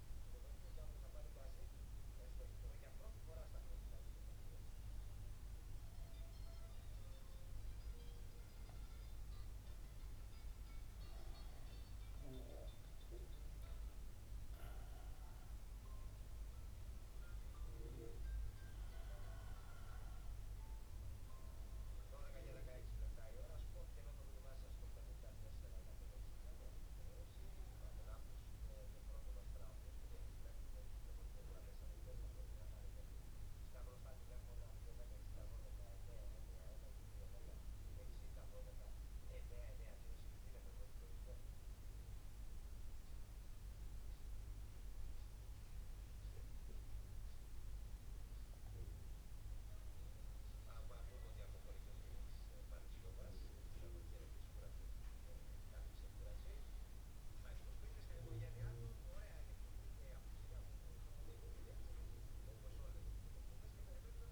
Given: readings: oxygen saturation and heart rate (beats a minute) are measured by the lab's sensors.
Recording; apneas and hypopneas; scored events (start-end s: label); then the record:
breathing in sleep by a room microphone; 2
1.00-12.00 s: obstructive apnea (oxygen 99% before, 95% lowest, heart rate 67 before, 66 extreme, up 2 after)
14.00-17.50 s: arousal
36.50-50.50 s: obstructive apnea (oxygen 97% before, 94% lowest, heart rate 67 before, 63 extreme, up 1 after)
53.50-57.50 s: arousal
From the record:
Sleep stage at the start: N2 (light sleep); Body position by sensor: on the back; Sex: male